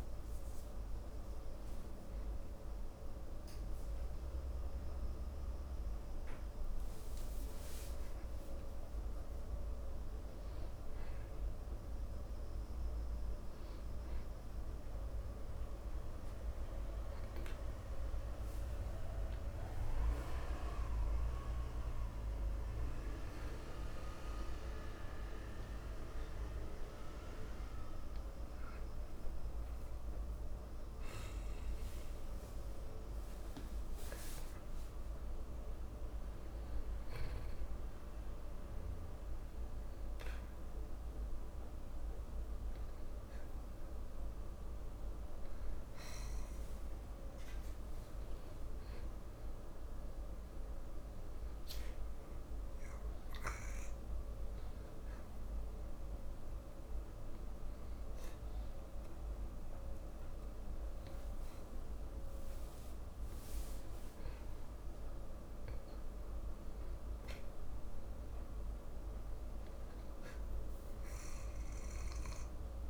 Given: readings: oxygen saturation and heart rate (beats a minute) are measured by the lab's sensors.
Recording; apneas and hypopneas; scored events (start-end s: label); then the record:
breathing in sleep, hard to hear, by a room microphone; 2
23.00-34.50 s: hypopnea (oxygen 95% before, 92% lowest, heart rate 78 before, 55 extreme, up 43 after)
36.50-40.00 s: arousal
53.00-63.00 s: hypopnea (oxygen 95% before, 91% lowest, heart rate 85 before, 64 extreme, up 8 after)
66.00-69.00 s: arousal
From the record:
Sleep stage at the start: N2 (light sleep); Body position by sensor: on the back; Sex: male